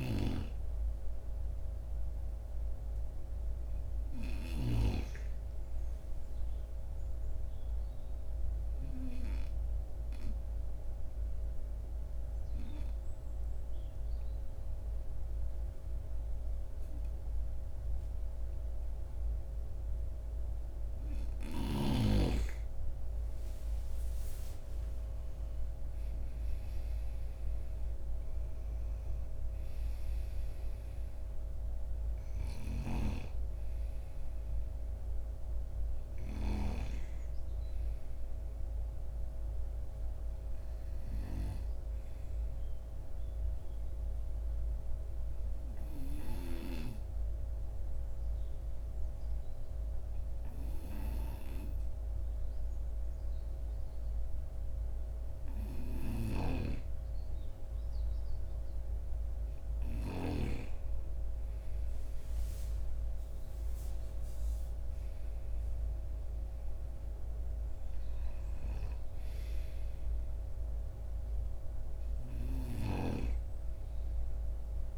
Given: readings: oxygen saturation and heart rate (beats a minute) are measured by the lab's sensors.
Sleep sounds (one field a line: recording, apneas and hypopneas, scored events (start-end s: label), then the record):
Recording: breathing in sleep by a room microphone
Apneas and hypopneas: 2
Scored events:
0.00-4.50 s: snoring (device-marked)
0.00-8.00 s: oxygen desaturation (device-marked, oxygen 87% lowest, heart rate 51 extreme)
7.00-21.00 s: obstructive apnea (oxygen 92% before, 91% lowest, heart rate 55 before, 53 extreme, up 10 after)
23.50-28.00 s: arousal
32.00-36.00 s: snoring (device-marked)
33.00-51.00 s: oxygen desaturation (device-marked, oxygen 95% before, 91% lowest, heart rate 58 before, 49 extreme)
43.50-56.00 s: obstructive apnea (oxygen 97% before, 91% lowest, heart rate 60 before, 49 extreme, up 8 after)
55.50-60.00 s: snoring (device-marked)
59.50-65.00 s: arousal
From the record:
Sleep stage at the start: N2 (light sleep)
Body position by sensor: on the right side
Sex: male